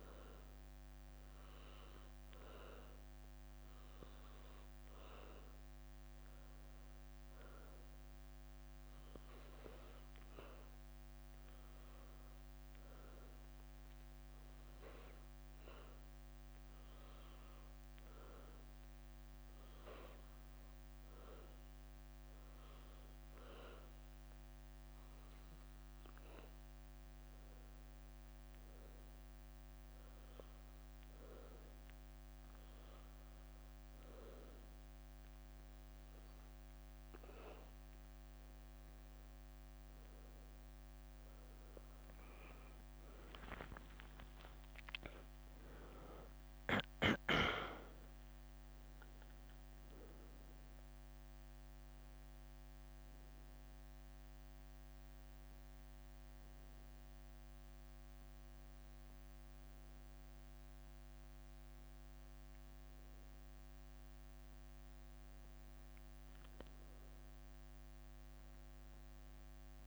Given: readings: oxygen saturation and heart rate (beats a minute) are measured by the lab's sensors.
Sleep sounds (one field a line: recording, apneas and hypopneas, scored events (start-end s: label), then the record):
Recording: breathing in sleep by a microphone on the trachea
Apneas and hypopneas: 1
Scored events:
0.00-1.50 s: arousal
1.50-9.50 s: leg movement (device-marked)
3.50-10.50 s: oxygen desaturation (device-marked, oxygen 97% before, 94% lowest, heart rate 67 before, 69 extreme)
28.50-40.00 s: hypopnea (oxygen 97% before, 91% lowest, heart rate 70 before, 67 extreme, up 16 after)
41.50-46.00 s: arousal
56.00-57.50 s: leg movement (device-marked)
67.00-69.87 s: arousal
From the record:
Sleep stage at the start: N1 (lightest sleep)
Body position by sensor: on the back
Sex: female